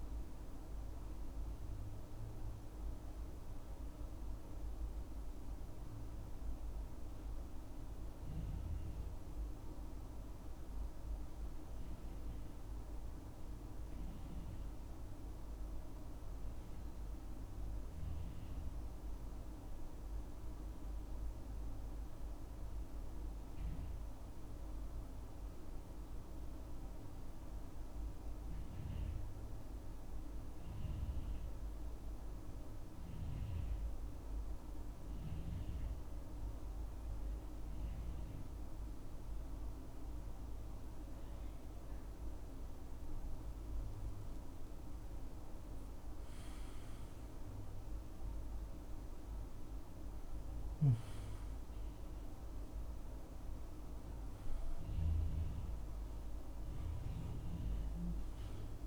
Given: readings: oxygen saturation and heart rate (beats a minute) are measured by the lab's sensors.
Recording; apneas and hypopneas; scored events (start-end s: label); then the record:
breathing in sleep, hard to hear, by a room microphone; 2
0.00-12.50 s: oxygen desaturation (device-marked, oxygen 89% lowest, heart rate 64 extreme)
12.50-24.00 s: central apnea (oxygen 97% before, 88% lowest, heart rate 66 before, 66 extreme, up 3 after)
25.50-28.00 s: arousal
32.00-44.00 s: obstructive apnea (oxygen 98% before, 88% lowest, heart rate 67 before, 67 extreme, up 9 after)
33.50-58.87 s: oxygen desaturation (device-marked, oxygen 98% before, 88% lowest, heart rate 67 before, 66 extreme)
46.50-50.50 s: arousal
From the record:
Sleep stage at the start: N2 (light sleep); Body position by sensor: on the back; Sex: male